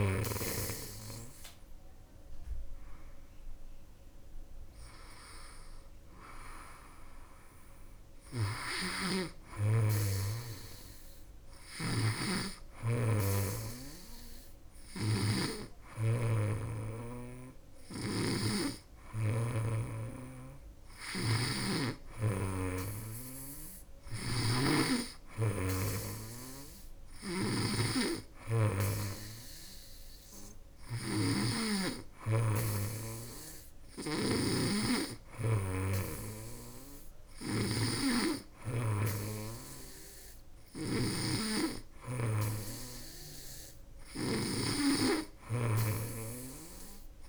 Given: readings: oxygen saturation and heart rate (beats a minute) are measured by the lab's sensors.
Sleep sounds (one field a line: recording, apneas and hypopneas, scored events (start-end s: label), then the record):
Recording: breathing in sleep by a room microphone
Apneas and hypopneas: none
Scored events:
8.00-15.00 s: snoring (device-marked)
17.00-47.00 s: snoring (device-marked)
From the record:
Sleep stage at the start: N2 (light sleep)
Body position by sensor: on the back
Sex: female